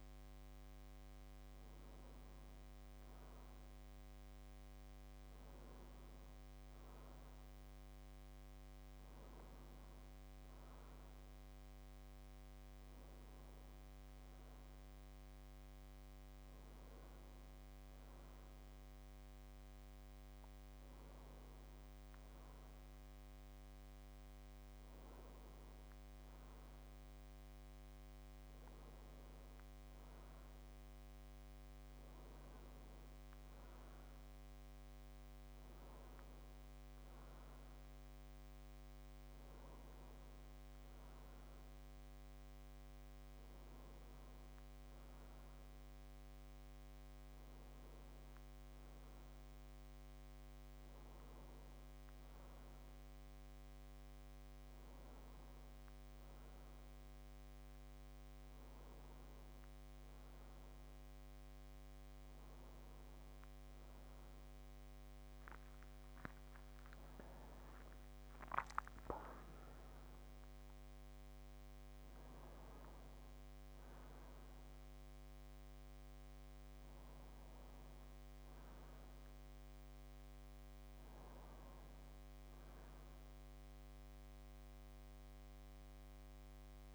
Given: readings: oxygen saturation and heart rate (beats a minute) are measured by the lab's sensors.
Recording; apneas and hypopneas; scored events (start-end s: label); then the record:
breathing in sleep, hard to hear, by a microphone on the trachea; none
none scored
From the record:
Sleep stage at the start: N2 (light sleep); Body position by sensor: on the back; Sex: male